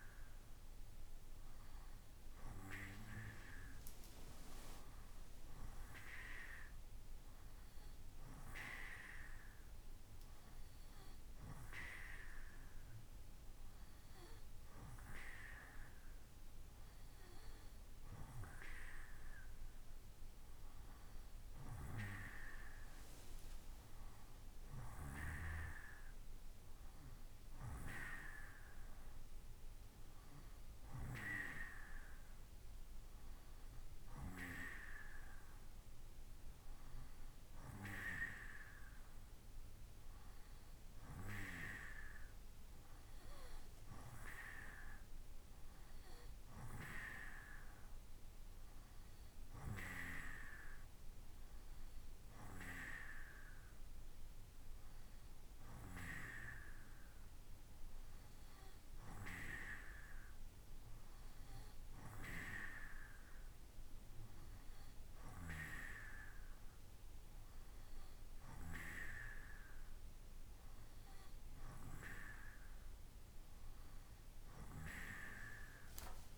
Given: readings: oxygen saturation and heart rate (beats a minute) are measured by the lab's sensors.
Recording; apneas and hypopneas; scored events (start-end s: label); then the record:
breathing in sleep by a room microphone; none
none scored
From the record:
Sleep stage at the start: N2 (light sleep); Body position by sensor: on the right side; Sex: male